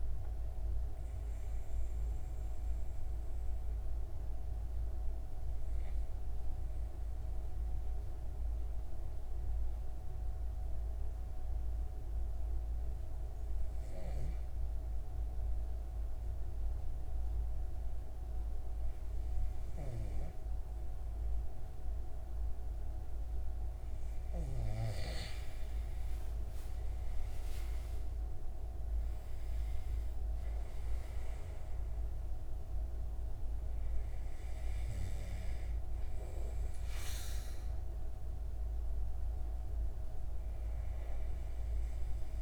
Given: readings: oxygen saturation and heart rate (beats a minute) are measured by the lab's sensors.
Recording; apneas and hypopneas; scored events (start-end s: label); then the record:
breathing in sleep, hard to hear, by a room microphone; 1
2.00-22.50 s: obstructive apnea (oxygen 97% before, 93% lowest)
24.50-29.50 s: arousal
From the record:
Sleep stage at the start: N2 (light sleep); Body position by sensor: on the right side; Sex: male